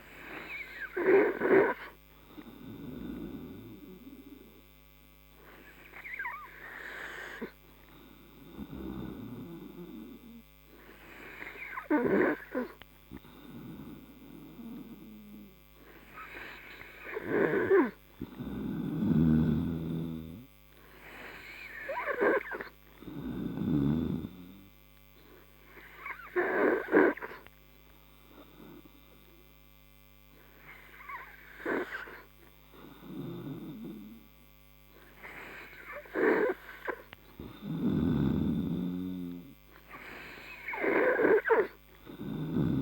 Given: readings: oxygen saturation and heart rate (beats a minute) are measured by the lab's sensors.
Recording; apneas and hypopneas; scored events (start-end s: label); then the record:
breathing in sleep by a microphone on the trachea; none
none scored
From the record:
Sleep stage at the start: N3 (deep sleep); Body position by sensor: on the right side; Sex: male